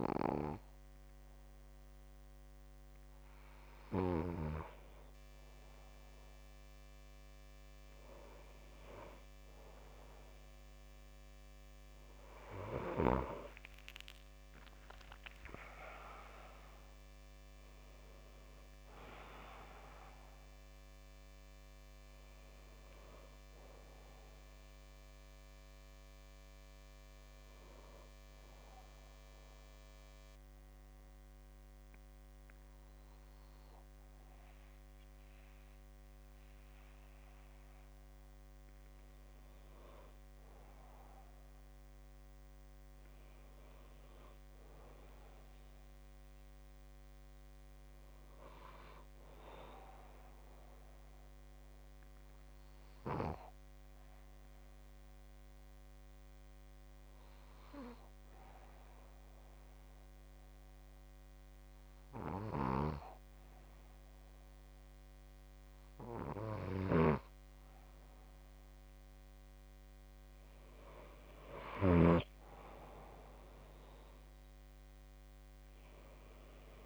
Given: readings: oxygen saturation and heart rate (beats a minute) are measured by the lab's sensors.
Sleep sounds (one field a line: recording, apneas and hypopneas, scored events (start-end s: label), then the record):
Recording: breathing in sleep by a microphone on the trachea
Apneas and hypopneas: none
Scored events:
14.00-17.50 s: arousal
73.00-76.86 s: arousal
From the record:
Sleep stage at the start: N2 (light sleep)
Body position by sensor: on the back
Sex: male